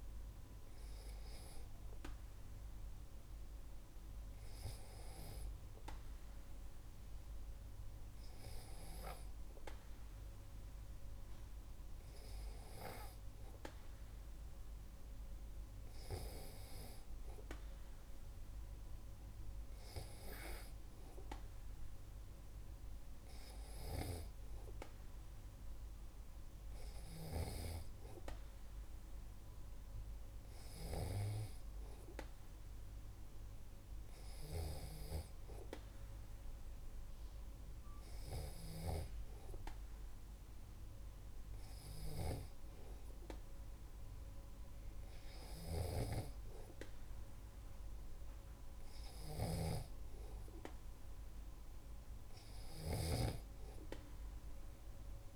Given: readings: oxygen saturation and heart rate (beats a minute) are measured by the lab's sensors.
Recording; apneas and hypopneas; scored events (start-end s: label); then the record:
breathing in sleep by a room microphone; none
49.50-55.35 s: snoring (device-marked)
From the record:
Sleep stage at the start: N2 (light sleep); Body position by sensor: on the back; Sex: male